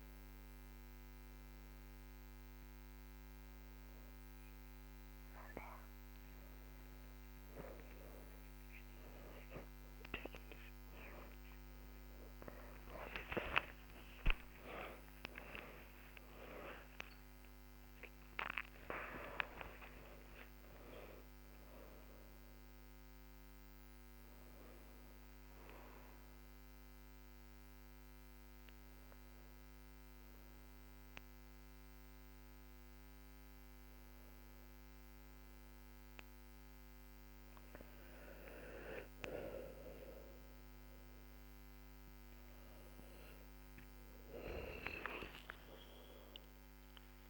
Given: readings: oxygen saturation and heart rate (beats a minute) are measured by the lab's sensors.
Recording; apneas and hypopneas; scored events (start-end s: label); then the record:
a person awake in a sleep study, by a microphone on the trachea; none
none scored
From the record:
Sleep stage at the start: awake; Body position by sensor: on the back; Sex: female